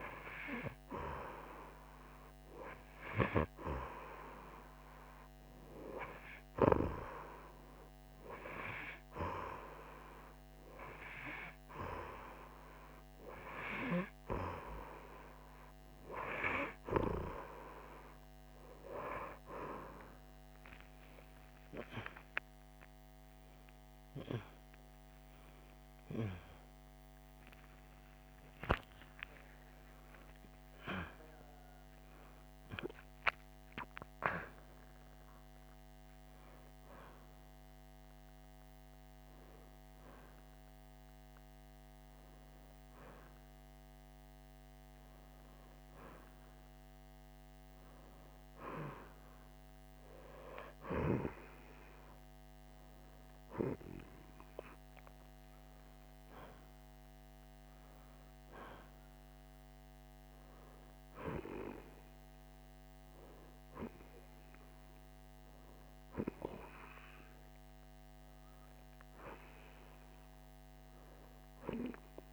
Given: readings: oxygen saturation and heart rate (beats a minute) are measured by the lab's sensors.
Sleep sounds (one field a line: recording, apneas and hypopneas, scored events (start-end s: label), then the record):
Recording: breathing in sleep by a microphone on the trachea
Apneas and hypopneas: none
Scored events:
23.00-28.50 s: arousal
29.50-59.50 s: new sleep stage, N1 (lightest sleep)
54.50-61.50 s: oxygen desaturation (device-marked, oxygen 93% before, 90% lowest, heart rate 174 before, 137 extreme)
59.50-72.33 s: new sleep stage, N2 (light sleep)
From the record:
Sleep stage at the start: N2 (light sleep)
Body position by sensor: on the right side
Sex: female